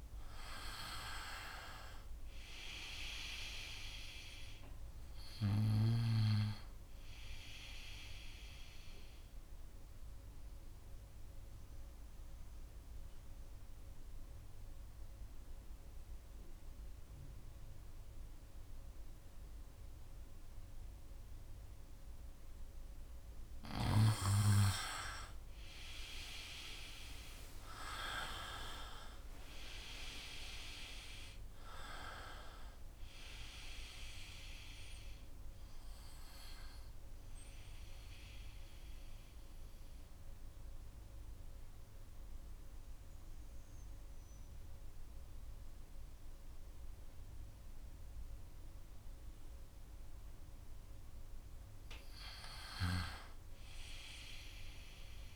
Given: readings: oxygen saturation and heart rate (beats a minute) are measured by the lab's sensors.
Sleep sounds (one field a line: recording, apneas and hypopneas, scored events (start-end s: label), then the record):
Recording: breathing in sleep by a room microphone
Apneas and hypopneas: 2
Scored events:
0.00-1.00 s: arousal
3.00-22.00 s: oxygen desaturation (device-marked, oxygen 98% before, 92% lowest, heart rate 67 before, 65 extreme)
10.00-22.50 s: obstructive apnea (oxygen 98% before, 92% lowest, heart rate 68 before, 65 extreme, up 8 after)
24.50-28.50 s: arousal
34.00-52.00 s: oxygen desaturation (device-marked, oxygen 97% before, 92% lowest, heart rate 69 before, 66 extreme)
40.00-51.00 s: obstructive apnea (oxygen 98% before, 90% lowest, heart rate 71 before, 66 extreme, up 2 after)
53.50-55.36 s: arousal
From the record:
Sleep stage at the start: N2 (light sleep)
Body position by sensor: on the right side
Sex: male